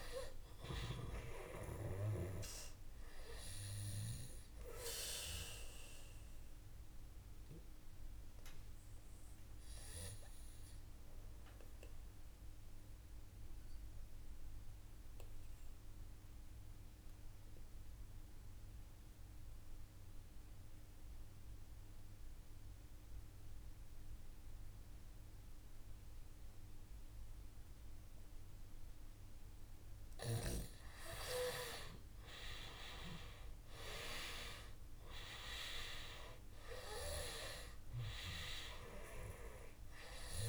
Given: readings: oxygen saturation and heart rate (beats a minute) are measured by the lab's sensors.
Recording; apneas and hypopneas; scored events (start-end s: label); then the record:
breathing in sleep by a room microphone; 1
0.00-4.00 s: oxygen desaturation (device-marked, oxygen 93% lowest, heart rate 54 extreme)
5.00-28.50 s: obstructive apnea (oxygen 97% before, 90% lowest, heart rate 58 before, 53 extreme, up 6 after)
9.00-22.00 s: oxygen desaturation (device-marked, oxygen 94% before, 90% lowest, heart rate 57 before, 54 extreme)
30.50-34.00 s: arousal
38.00-40.49 s: oxygen desaturation (device-marked, oxygen 98% before, 90% lowest, heart rate 56 before, 53 extreme)
From the record:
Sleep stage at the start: N2 (light sleep); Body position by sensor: on the back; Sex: male